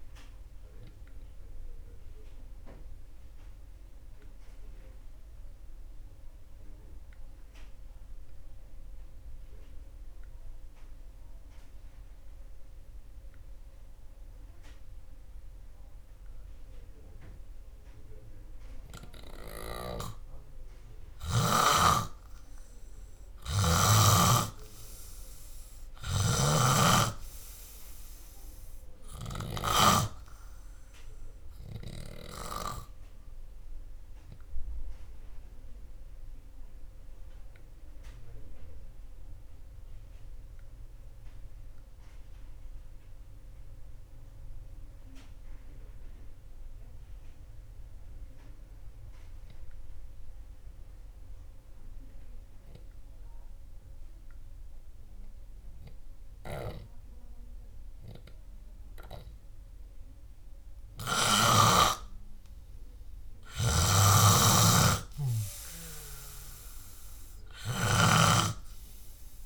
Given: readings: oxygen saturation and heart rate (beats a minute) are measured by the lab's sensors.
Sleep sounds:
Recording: breathing in sleep by a room microphone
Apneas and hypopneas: 2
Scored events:
4.00-18.50 s: obstructive apnea (oxygen 98% before, 93% lowest, heart rate 66 before, 57 extreme)
4.50-11.50 s: oxygen desaturation (device-marked, oxygen 96% before, 93% lowest, heart rate 66 before, 57 extreme)
20.00-24.50 s: snoring (device-marked)
21.00-24.00 s: arousal
26.50-30.50 s: snoring (device-marked)
36.00-53.00 s: obstructive apnea (oxygen 95% before, 93% lowest, heart rate 64 before, 57 extreme, up 0 after)
48.50-69.46 s: oxygen desaturation (device-marked, oxygen 98% before, 93% lowest, heart rate 68 before, 57 extreme)
55.00-58.50 s: arousal
57.00-62.50 s: snoring (device-marked)
64.50-68.50 s: snoring (device-marked)
From the record:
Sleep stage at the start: N3 (deep sleep)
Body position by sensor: on the back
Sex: male

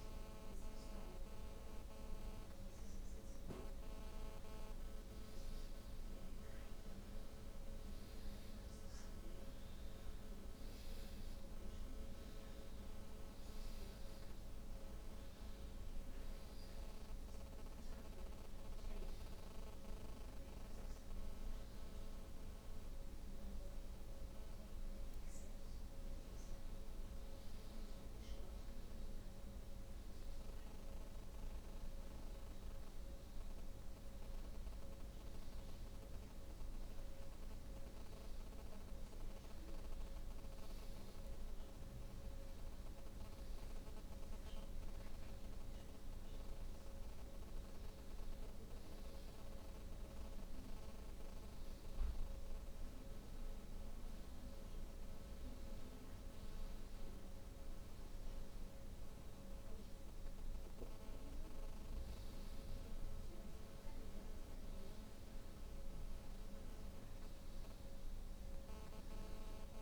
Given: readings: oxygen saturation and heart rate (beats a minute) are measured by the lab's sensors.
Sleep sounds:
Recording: breathing in sleep, hard to hear, by a room microphone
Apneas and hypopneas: none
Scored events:
none scored
From the record:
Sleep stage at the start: N2 (light sleep)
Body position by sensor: on the back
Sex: female

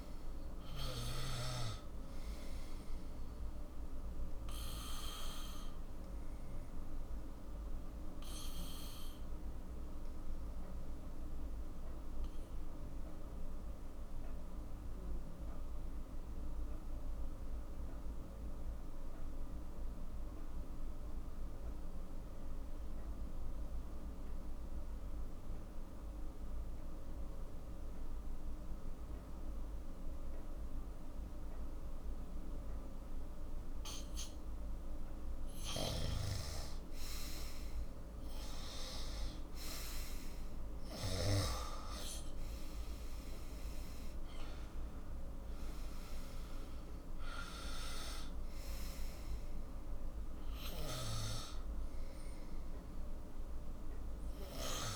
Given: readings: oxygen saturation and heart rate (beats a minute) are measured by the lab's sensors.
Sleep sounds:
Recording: breathing in sleep by a room microphone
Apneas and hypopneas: 1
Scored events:
0.00-17.00 s: oxygen desaturation (device-marked, oxygen 90% lowest, heart rate 45 extreme)
8.00-35.00 s: obstructive apnea (oxygen 95% before, 86% lowest, heart rate 56 before, 45 extreme, up 10 after)
33.00-54.96 s: oxygen desaturation (device-marked, oxygen 97% before, 86% lowest, heart rate 50 before, 43 extreme)
35.50-39.50 s: arousal
From the record:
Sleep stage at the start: N2 (light sleep)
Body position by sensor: on the back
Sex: male

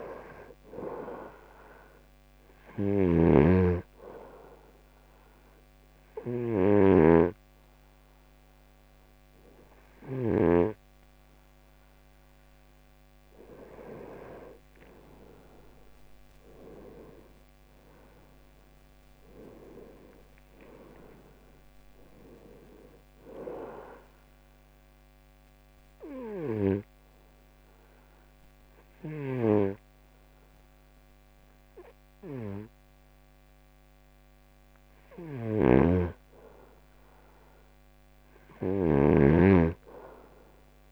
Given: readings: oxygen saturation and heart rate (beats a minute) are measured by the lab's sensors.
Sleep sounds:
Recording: breathing in sleep by a microphone on the trachea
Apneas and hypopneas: 2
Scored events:
5.00-15.00 s: obstructive apnea (oxygen 96% before, 89% lowest, heart rate 73 before, 71 extreme, up 8 after)
11.00-28.00 s: oxygen desaturation (device-marked, oxygen 96% before, 89% lowest, heart rate 73 before, 71 extreme)
17.50-21.00 s: arousal
24.00-36.50 s: obstructive apnea (oxygen 96% before, 90% lowest, heart rate 75 before, 71 extreme, up 1 after)
39.50-40.92 s: arousal
From the record:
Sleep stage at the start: N2 (light sleep)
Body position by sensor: on the right side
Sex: male

